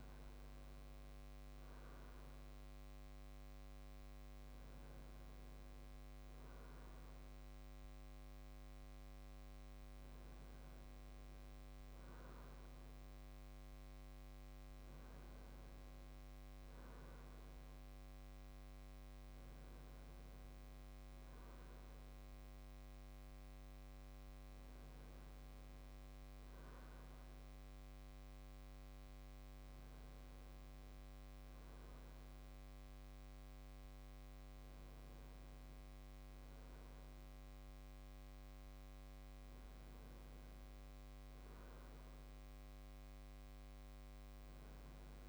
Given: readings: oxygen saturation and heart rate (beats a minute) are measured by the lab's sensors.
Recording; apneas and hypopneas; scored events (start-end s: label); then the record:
breathing in sleep, hard to hear, by a microphone on the trachea; none
none scored
From the record:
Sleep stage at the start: N2 (light sleep); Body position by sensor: on the right side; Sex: male